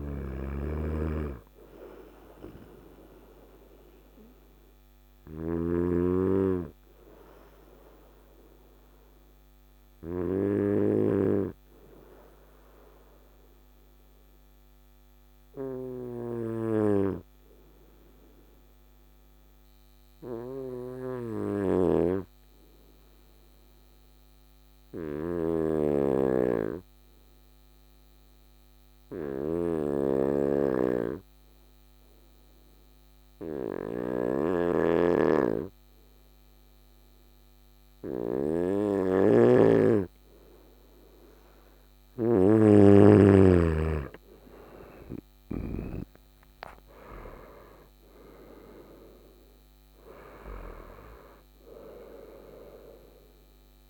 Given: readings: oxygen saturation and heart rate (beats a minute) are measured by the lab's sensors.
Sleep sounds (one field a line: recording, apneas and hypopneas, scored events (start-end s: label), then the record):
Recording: breathing in sleep by a microphone on the trachea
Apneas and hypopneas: 1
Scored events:
0.00-1.00 s: oxygen desaturation (device-marked, oxygen 94% lowest, heart rate 55 extreme)
0.00-5.00 s: snoring (device-marked)
1.00-42.00 s: obstructive apnea (oxygen 97% before, 93% lowest, heart rate 61 before, 54 extreme, up 14 after)
21.00-45.00 s: snoring (device-marked)
35.00-53.90 s: oxygen desaturation (device-marked, oxygen 99% before, 93% lowest, heart rate 56 before, 55 extreme)
43.00-47.50 s: arousal
From the record:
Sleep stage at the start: N2 (light sleep)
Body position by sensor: on the right side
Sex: male